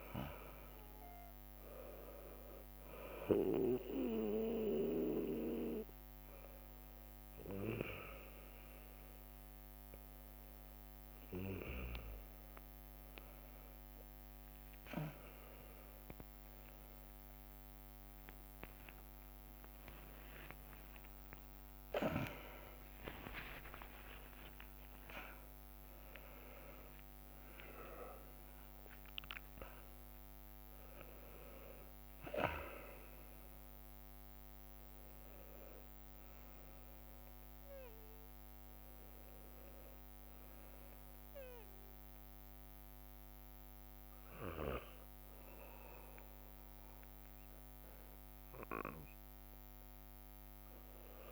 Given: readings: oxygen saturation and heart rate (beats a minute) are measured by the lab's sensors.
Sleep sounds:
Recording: a person awake in a sleep study, by a microphone on the trachea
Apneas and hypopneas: none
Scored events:
0.00-4.50 s: leg movement (device-marked)
0.00-15.00 s: oxygen desaturation (device-marked, oxygen 92% lowest, heart rate 64 extreme)
5.00-35.00 s: new sleep stage, awake
6.50-10.00 s: leg movement (device-marked)
11.00-26.00 s: tachycardia (device-marked, heart rate 64 before, 188 extreme)
12.00-14.00 s: long interval between heartbeats (device-marked, heart rate 65 before, 76 extreme)
14.00-16.00 s: long interval between heartbeats (device-marked, heart rate 67 before, 107 extreme)
16.00-18.00 s: long interval between heartbeats (device-marked, heart rate 73 before, 151 extreme)
18.00-30.00 s: drop in pulse transit time (device-marked, heart rate 82 before, 98 extreme)
21.50-23.50 s: long interval between heartbeats (device-marked, heart rate 97 before, 171 extreme)
24.00-26.00 s: long interval between heartbeats (device-marked, heart rate 114 before, 167 extreme)
35.00-51.31 s: new sleep stage, N2 (light sleep)
From the record:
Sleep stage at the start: N2 (light sleep)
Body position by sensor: on the back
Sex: male

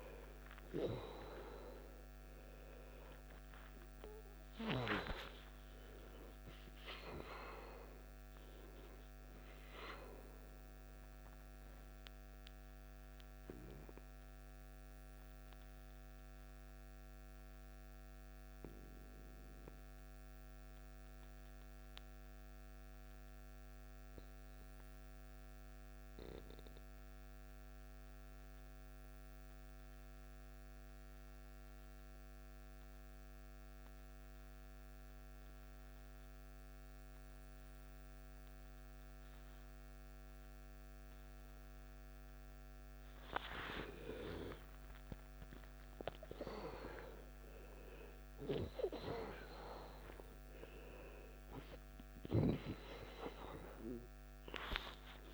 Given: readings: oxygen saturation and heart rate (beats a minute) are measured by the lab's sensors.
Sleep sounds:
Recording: breathing in sleep by a microphone on the trachea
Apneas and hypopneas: 1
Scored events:
0.00-1.00 s: arousal
0.00-20.50 s: oxygen desaturation (device-marked, oxygen 86% lowest, heart rate 54 extreme)
15.50-43.50 s: mixed apnea (oxygen 95% before, 87% lowest, heart rate 68 before, 54 extreme, up 15 after)
39.50-55.34 s: oxygen desaturation (device-marked, oxygen 97% before, 87% lowest, heart rate 55 before, 53 extreme)
44.50-50.00 s: arousal
From the record:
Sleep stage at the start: N2 (light sleep)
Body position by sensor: on the back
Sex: male

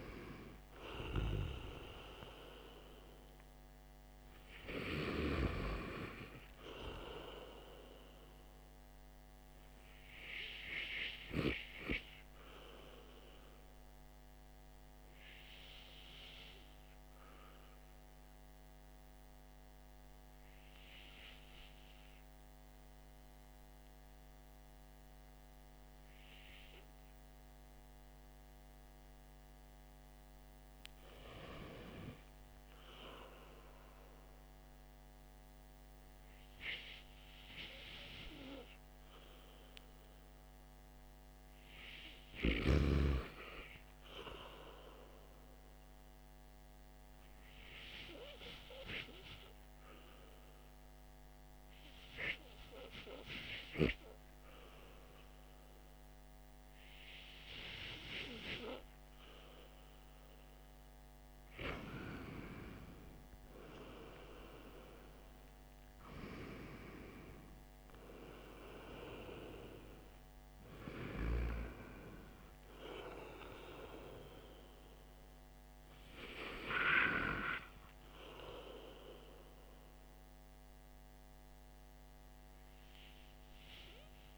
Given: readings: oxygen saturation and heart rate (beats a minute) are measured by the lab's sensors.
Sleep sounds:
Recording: breathing in sleep by a microphone on the trachea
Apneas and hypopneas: 1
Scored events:
47.00-59.50 s: hypopnea (oxygen 98% before, 95% lowest, heart rate 57 before, 47 extreme, up 15 after)
63.00-67.00 s: arousal
From the record:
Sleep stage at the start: REM sleep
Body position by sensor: on the back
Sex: male

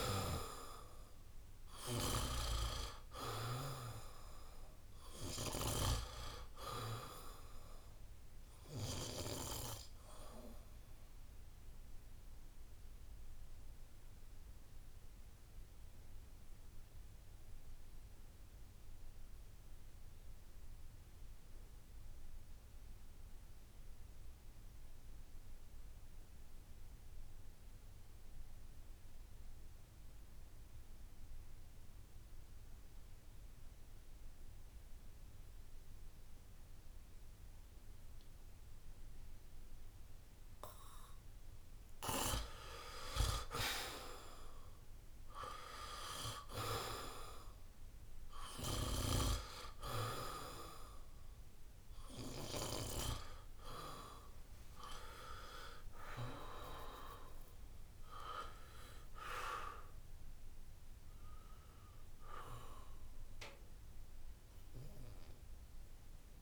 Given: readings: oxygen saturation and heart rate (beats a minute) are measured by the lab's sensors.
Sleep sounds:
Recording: breathing in sleep by a room microphone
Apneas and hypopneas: 1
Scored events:
0.00-2.00 s: arousal
0.00-23.00 s: oxygen desaturation (device-marked, oxygen 78% lowest, heart rate 64 extreme)
11.50-42.00 s: obstructive apnea (oxygen 96% before, 78% lowest, heart rate 73 before, 64 extreme, up 7 after)
34.00-66.42 s: oxygen desaturation (device-marked, oxygen 97% before, 80% lowest, heart rate 67 before, 64 extreme)
44.50-48.50 s: arousal
From the record:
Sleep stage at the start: N2 (light sleep)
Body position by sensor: on the back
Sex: male

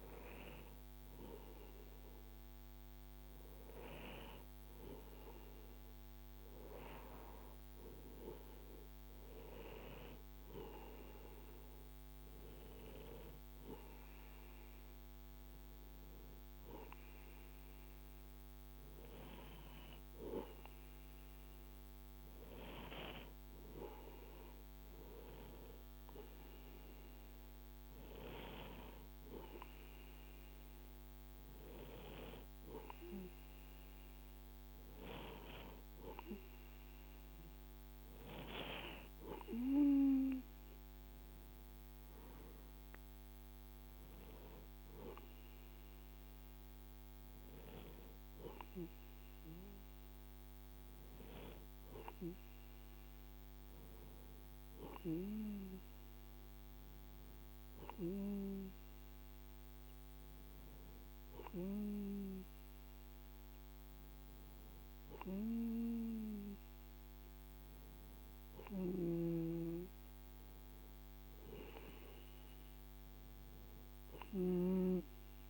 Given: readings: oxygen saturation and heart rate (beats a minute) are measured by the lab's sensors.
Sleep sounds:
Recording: breathing in sleep by a microphone on the trachea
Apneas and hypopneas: none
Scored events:
74.00-75.50 s: snoring (device-marked)
From the record:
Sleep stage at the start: N2 (light sleep)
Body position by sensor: on the right side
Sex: male

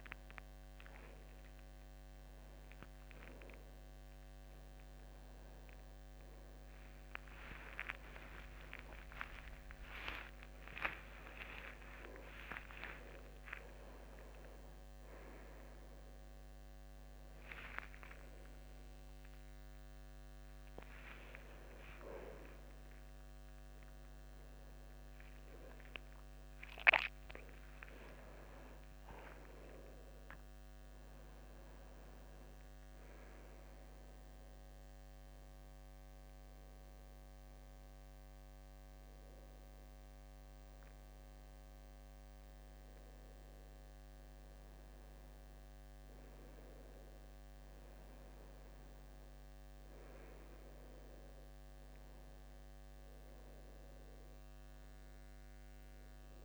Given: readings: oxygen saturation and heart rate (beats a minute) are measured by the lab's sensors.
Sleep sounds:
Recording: a person awake in a sleep study, by a microphone on the trachea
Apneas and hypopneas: none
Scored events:
42.50-56.45 s: new sleep stage, N1 (lightest sleep)
From the record:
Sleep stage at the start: awake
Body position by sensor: on the left side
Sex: male

